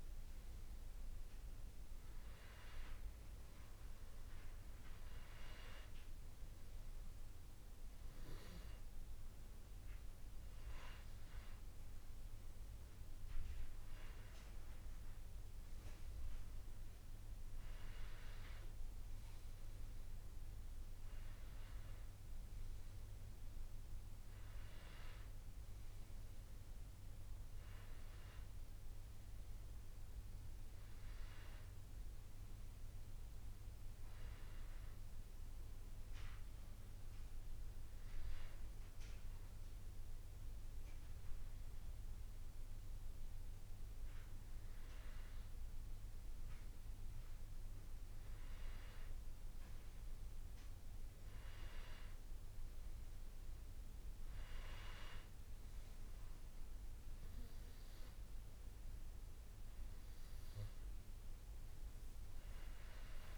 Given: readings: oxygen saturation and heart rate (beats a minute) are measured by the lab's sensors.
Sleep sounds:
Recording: breathing in sleep by a room microphone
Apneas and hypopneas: none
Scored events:
none scored
From the record:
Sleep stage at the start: N2 (light sleep)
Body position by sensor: on the back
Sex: male

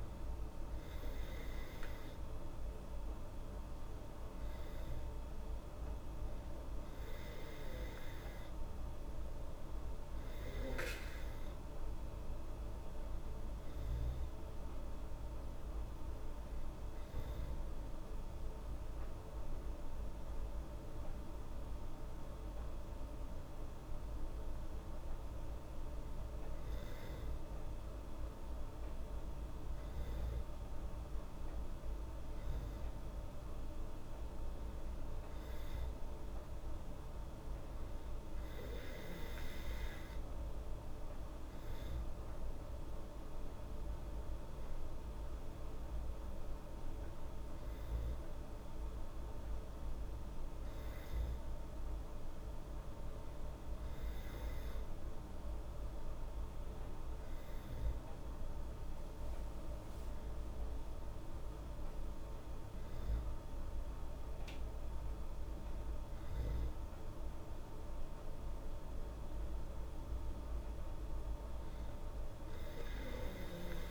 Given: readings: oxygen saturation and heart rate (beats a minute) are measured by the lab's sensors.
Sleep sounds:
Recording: breathing in sleep, hard to hear, by a room microphone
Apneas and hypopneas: none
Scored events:
none scored
From the record:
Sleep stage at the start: N2 (light sleep)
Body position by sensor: on the back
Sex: female

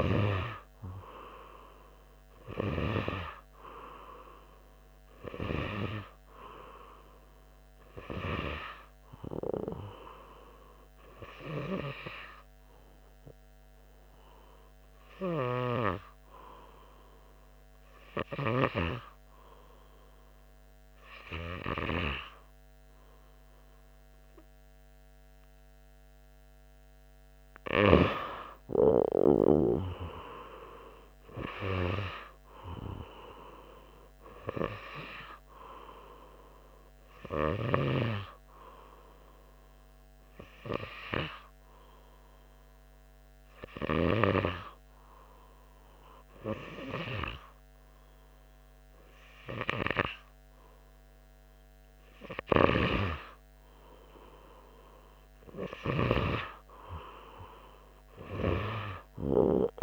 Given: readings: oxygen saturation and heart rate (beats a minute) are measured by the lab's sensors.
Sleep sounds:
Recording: breathing in sleep by a microphone on the trachea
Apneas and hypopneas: 2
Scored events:
14.00-27.00 s: hypopnea (oxygen 100% before, 97% lowest, heart rate 93 before, 91 extreme, up 2 after)
29.50-34.50 s: arousal
39.50-53.50 s: hypopnea (oxygen 99% before, 97% lowest, heart rate 92 before, 90 extreme, up 4 after)
57.00-59.82 s: arousal
From the record:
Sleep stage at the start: N2 (light sleep)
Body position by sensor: on the front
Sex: male

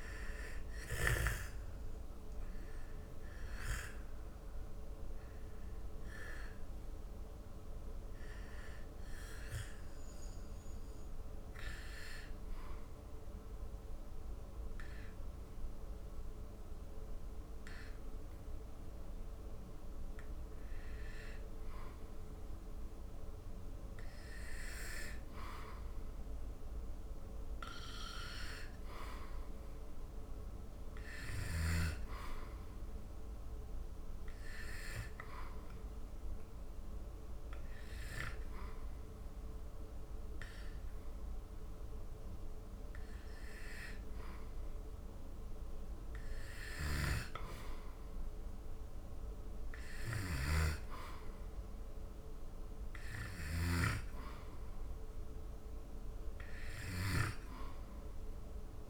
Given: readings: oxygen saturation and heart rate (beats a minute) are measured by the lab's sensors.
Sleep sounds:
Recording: breathing in sleep by a room microphone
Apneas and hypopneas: 1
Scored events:
0.00-18.00 s: oxygen desaturation (device-marked, oxygen 96% before, 90% lowest, heart rate 79 before, 74 extreme)
5.50-21.00 s: obstructive apnea (oxygen 96% before, 90% lowest, heart rate 79 before, 74 extreme, up 0 after)
23.00-26.50 s: arousal
From the record:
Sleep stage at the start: N2 (light sleep)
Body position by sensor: on the back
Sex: male

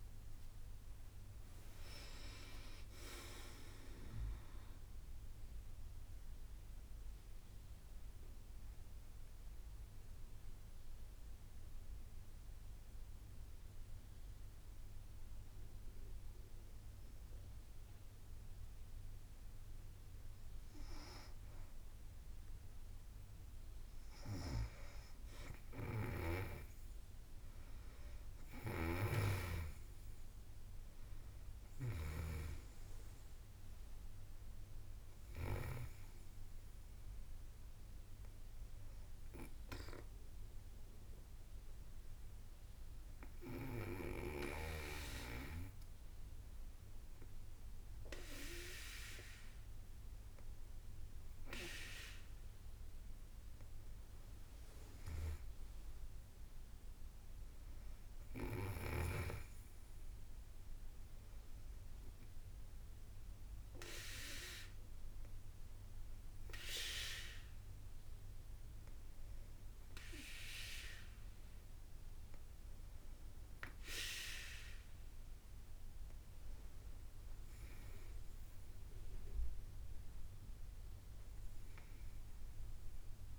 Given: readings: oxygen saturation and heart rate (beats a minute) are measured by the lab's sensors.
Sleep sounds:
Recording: breathing in sleep by a room microphone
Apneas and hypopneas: 3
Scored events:
0.00-4.00 s: arousal
3.50-21.50 s: drop in pulse transit time (device-marked, heart rate 58 before, 55 extreme)
5.50-21.50 s: obstructive apnea (oxygen 95% before, 91% lowest, heart rate 58 before, 55 extreme, up 3 after)
22.50-26.50 s: arousal
28.50-36.00 s: snoring (device-marked)
32.50-48.50 s: oxygen desaturation (device-marked, oxygen 98% before, 91% lowest, heart rate 56 before, 56 extreme)
39.00-50.50 s: hypopnea (oxygen 98% before, 91% lowest, heart rate 58 before, 56 extreme, up 3 after)
53.50-57.00 s: arousal
63.50-78.00 s: hypopnea (oxygen 98% before, 94% lowest, heart rate 57 before, 57 extreme, up 2 after)
80.00-83.00 s: arousal
From the record:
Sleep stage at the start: N2 (light sleep)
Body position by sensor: on the back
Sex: female

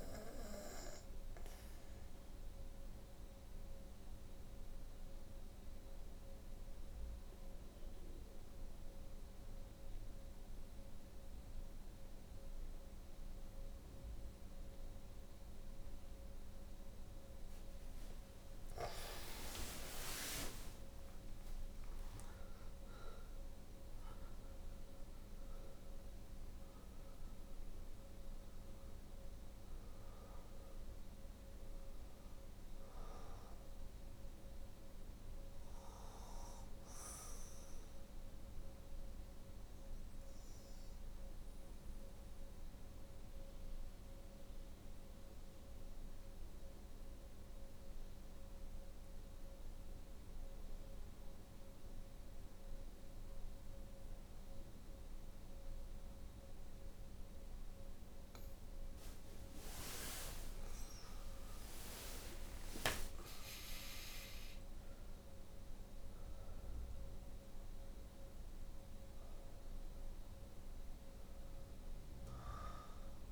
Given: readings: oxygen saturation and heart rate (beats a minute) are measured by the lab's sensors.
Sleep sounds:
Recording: breathing in sleep by a room microphone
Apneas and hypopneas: 2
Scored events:
0.00-3.00 s: oxygen desaturation (device-marked, oxygen 86% lowest, heart rate 59 extreme)
1.00-16.50 s: obstructive apnea (oxygen 96% before, 81% lowest, heart rate 63 before, 56 extreme, up 20 after)
12.00-17.00 s: oxygen desaturation (device-marked, oxygen 94% before, 89% lowest, heart rate 63 before, 56 extreme)
18.00-23.00 s: arousal
25.00-55.00 s: oxygen desaturation (device-marked, oxygen 92% before, 81% lowest, heart rate 69 before, 56 extreme)
37.00-57.50 s: obstructive apnea (oxygen 93% before, 81% lowest, heart rate 71 before, 57 extreme, up 58 after)
60.00-64.00 s: arousal
66.00-73.32 s: oxygen desaturation (device-marked, oxygen 97% before, 82% lowest, heart rate 76 before, 57 extreme)
From the record:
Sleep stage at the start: N2 (light sleep)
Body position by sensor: on the back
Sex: female

